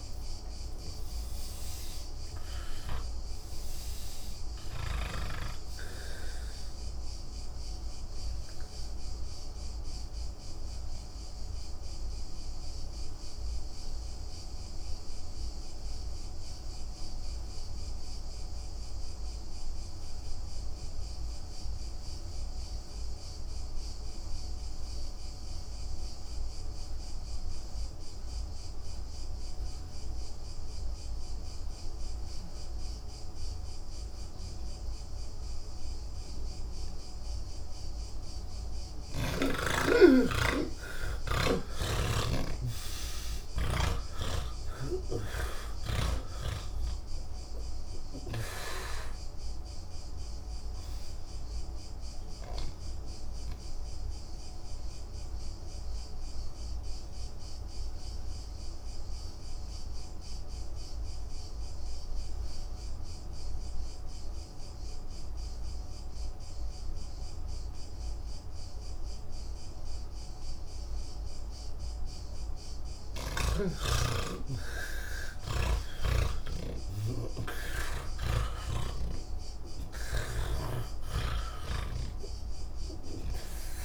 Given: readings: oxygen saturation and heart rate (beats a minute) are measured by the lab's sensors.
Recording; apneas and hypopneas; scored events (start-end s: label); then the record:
breathing in sleep by a room microphone; 2
0.00-18.50 s: oxygen desaturation (device-marked, oxygen 80% lowest)
7.00-37.50 s: obstructive apnea (oxygen 99% before, 80% lowest)
35.50-68.50 s: oxygen desaturation (device-marked, oxygen 97% before, 80% lowest)
51.50-70.50 s: obstructive apnea (oxygen 98% before, 80% lowest, heart rate 43 before, 27 extreme)
70.50-83.85 s: oxygen desaturation (device-marked, oxygen 98% before, 83% lowest, heart rate 80 before, 30 extreme)
From the record:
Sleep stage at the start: N1 (lightest sleep); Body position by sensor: on the back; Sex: male